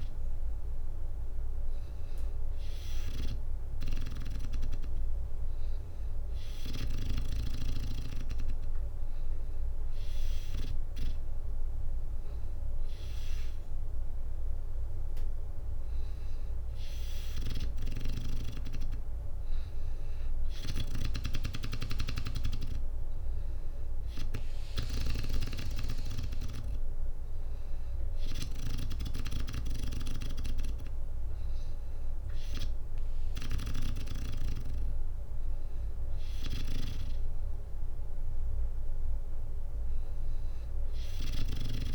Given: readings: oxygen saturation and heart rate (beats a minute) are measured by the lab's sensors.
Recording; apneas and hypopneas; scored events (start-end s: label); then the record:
breathing in sleep by a room microphone; none
none scored
From the record:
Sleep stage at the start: N2 (light sleep); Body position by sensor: on the back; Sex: female